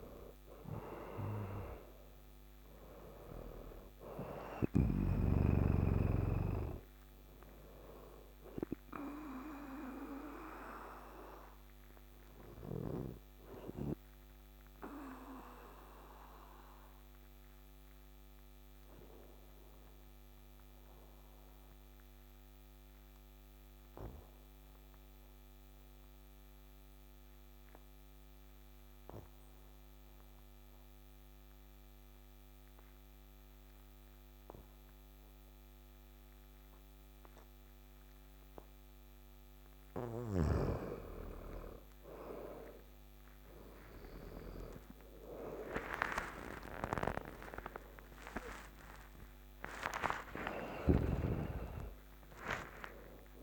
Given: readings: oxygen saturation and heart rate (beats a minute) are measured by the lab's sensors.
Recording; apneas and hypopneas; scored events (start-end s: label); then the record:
breathing in sleep by a microphone on the trachea; 1
0.00-22.00 s: oxygen desaturation (device-marked, oxygen 85% lowest, heart rate 53 extreme)
9.00-38.00 s: obstructive apnea (oxygen 99% before, 85% lowest, heart rate 61 before, 53 extreme, up 11 after)
39.50-43.50 s: snoring (device-marked)
42.50-48.50 s: arousal
43.00-53.43 s: oxygen desaturation (device-marked, oxygen 98% before, 87% lowest, heart rate 55 before, 53 extreme)
From the record:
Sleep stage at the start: N2 (light sleep); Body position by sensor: on the back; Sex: male